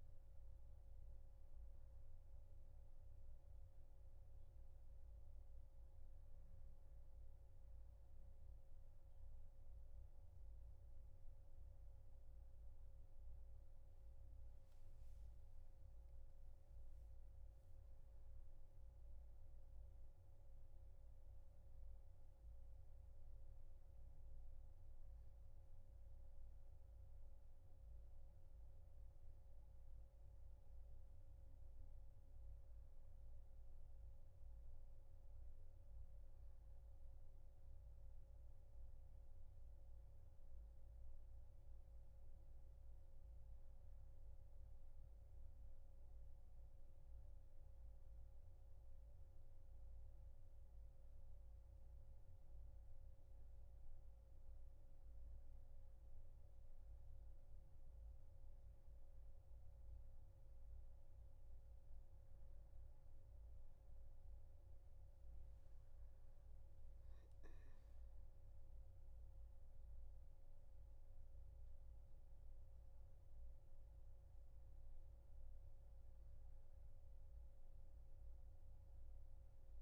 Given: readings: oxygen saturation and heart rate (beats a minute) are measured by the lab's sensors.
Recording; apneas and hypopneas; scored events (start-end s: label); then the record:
a person awake in a sleep study, hard to hear, by a room microphone; none
none scored
From the record:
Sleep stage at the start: awake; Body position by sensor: on the back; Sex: male